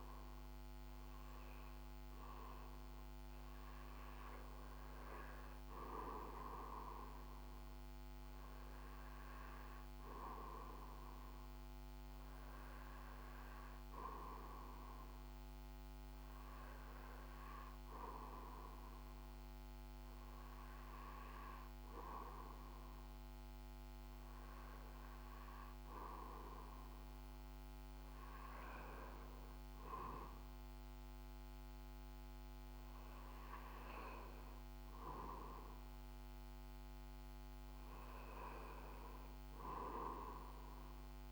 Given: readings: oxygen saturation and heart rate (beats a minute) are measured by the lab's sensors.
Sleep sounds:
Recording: breathing in sleep by a microphone on the trachea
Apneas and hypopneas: none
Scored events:
none scored
From the record:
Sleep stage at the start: REM sleep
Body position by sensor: on the back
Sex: male

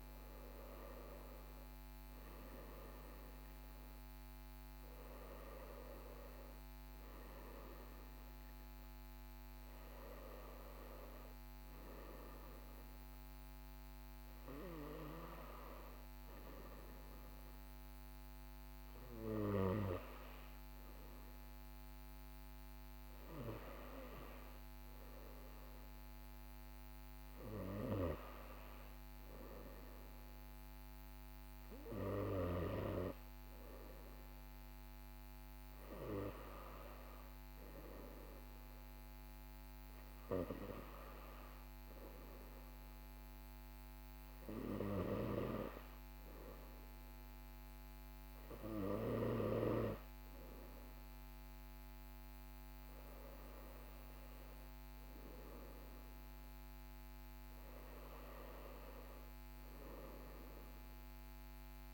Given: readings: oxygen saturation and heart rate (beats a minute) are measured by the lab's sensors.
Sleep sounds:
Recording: breathing in sleep by a microphone on the trachea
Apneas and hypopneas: none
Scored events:
none scored
From the record:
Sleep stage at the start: N1 (lightest sleep)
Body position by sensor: on the right side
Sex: male

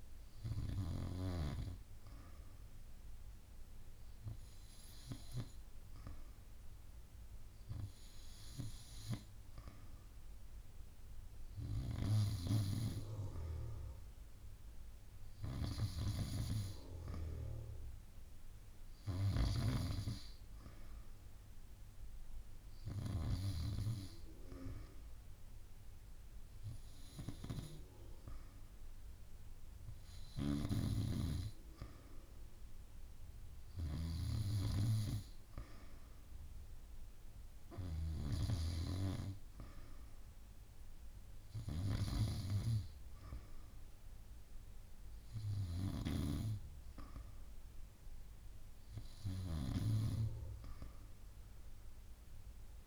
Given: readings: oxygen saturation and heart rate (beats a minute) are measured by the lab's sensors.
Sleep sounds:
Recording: breathing in sleep by a room microphone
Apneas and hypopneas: none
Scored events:
30.50-38.00 s: snoring (device-marked)
From the record:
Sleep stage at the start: N2 (light sleep)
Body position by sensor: on the back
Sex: female

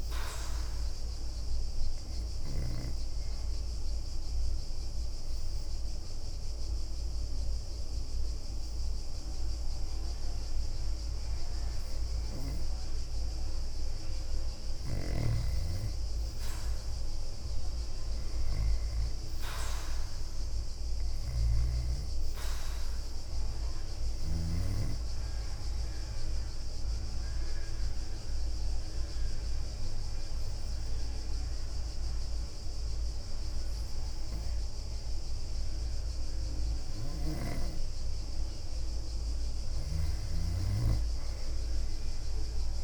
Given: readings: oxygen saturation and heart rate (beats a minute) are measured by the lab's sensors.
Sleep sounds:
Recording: breathing in sleep by a room microphone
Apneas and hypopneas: 2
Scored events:
2.00-4.50 s: leg movement (device-marked)
2.00-13.50 s: obstructive apnea (oxygen 97% before, 89% lowest, heart rate 64 before, 58 extreme, up 9 after)
4.50-15.50 s: oxygen desaturation (device-marked, oxygen 96% before, 92% lowest, heart rate 64 before, 58 extreme)
6.50-10.50 s: bradycardia (device-marked, heart rate 66 before, 59 extreme)
23.50-39.50 s: oxygen desaturation (device-marked, oxygen 96% before, 91% lowest, heart rate 63 before, 57 extreme)
25.00-37.00 s: obstructive apnea (oxygen 96% before, 89% lowest, heart rate 63 before, 58 extreme, up 9 after)
29.50-36.50 s: leg movement (device-marked)
38.00-42.84 s: leg movement (device-marked)
40.00-42.84 s: arousal
41.50-42.84 s: oxygen desaturation (device-marked, oxygen 97% before, 89% lowest, heart rate 64 before, 57 extreme)
From the record:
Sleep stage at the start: N2 (light sleep)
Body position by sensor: on the back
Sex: female

